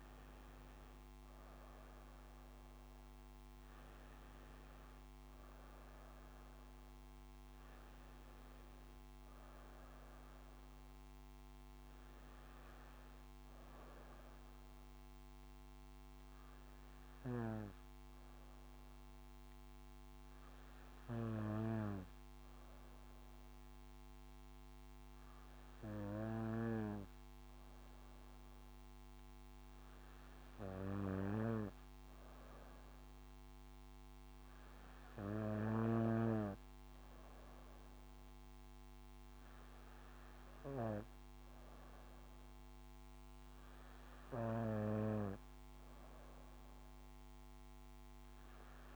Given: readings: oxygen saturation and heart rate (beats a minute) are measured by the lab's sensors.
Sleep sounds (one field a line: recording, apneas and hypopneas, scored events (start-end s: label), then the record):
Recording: breathing in sleep by a microphone on the trachea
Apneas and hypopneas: 1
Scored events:
15.50-30.00 s: obstructive apnea (oxygen 97% before, 96% lowest, heart rate 66 before, 56 extreme, up 6 after)
30.50-34.50 s: arousal
From the record:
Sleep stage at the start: N2 (light sleep)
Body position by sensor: on the back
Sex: female